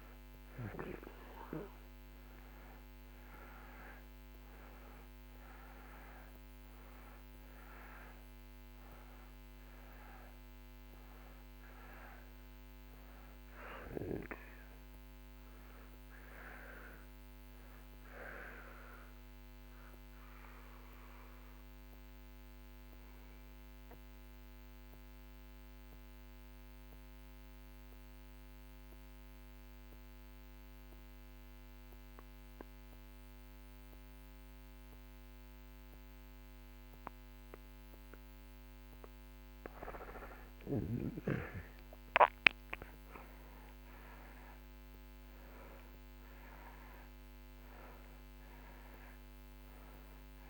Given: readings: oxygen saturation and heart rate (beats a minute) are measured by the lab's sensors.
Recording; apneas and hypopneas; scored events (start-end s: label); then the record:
breathing in sleep by a microphone on the trachea; 1
7.00-32.00 s: oxygen desaturation (device-marked, oxygen 93% before, 85% lowest)
21.50-39.00 s: mixed apnea (oxygen 93% before, 78% lowest)
41.00-46.00 s: arousal
44.00-50.50 s: oxygen desaturation (device-marked, oxygen 95% before, 78% lowest)
From the record:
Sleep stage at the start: N2 (light sleep); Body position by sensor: on the back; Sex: male